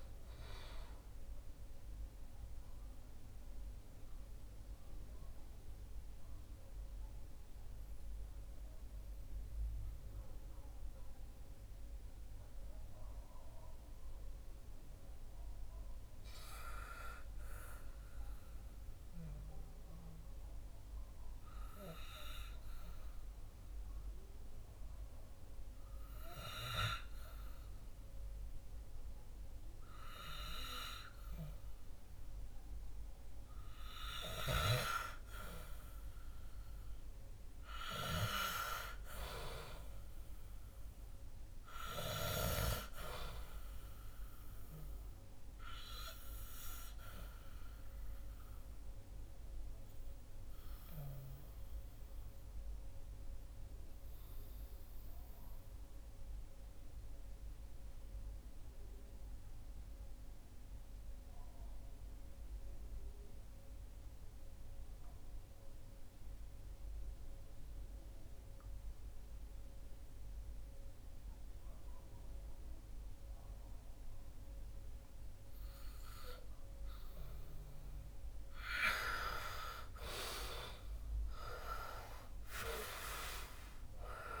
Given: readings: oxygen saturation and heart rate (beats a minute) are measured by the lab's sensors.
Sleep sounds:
breathing in sleep by a room microphone; 2
0.00-18.50 s: oxygen desaturation (device-marked, oxygen 79% lowest, heart rate 57 extreme)
2.50-34.50 s: mixed apnea (oxygen 94% before, 79% lowest, heart rate 73 before, 61 extreme, up 3 after)
37.00-41.00 s: arousal
40.50-59.50 s: oxygen desaturation (device-marked, oxygen 97% before, 93% lowest, heart rate 66 before, 58 extreme)
46.50-76.00 s: obstructive apnea (oxygen 99% before, 87% lowest, heart rate 66 before, 58 extreme, up 8 after)
76.50-84.40 s: new sleep stage, N2 (light sleep)
78.00-83.50 s: arousal
78.50-84.40 s: oxygen desaturation (device-marked, oxygen 96% before, 87% lowest, heart rate 61 before, 61 extreme)
From the record:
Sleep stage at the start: REM sleep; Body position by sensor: on the back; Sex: male

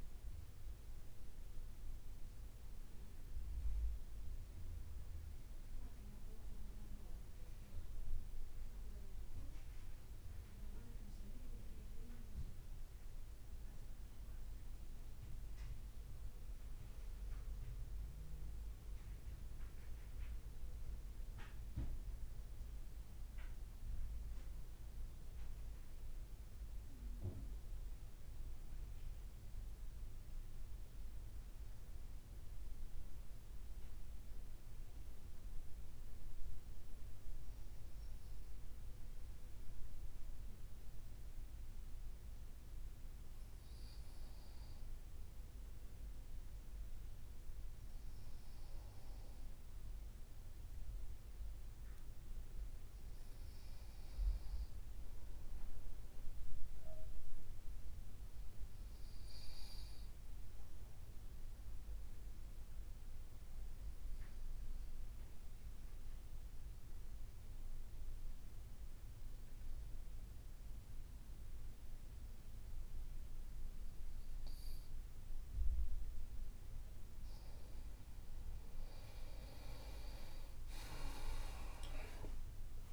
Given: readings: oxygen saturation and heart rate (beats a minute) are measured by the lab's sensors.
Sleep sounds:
breathing in sleep by a room microphone; 2
14.50-82.93 s: new sleep stage, N2 (light sleep)
31.00-42.00 s: obstructive apnea (oxygen 97% before, 94% lowest, heart rate 60 before, 53 extreme, up 0 after)
45.00-50.50 s: arousal
59.50-74.50 s: obstructive apnea (oxygen 97% before, 94% lowest, heart rate 54 before, 51 extreme, up 5 after)
76.50-82.00 s: arousal
79.00-82.93 s: leg movement (device-marked)
From the record:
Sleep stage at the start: N1 (lightest sleep); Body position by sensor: on the back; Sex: male

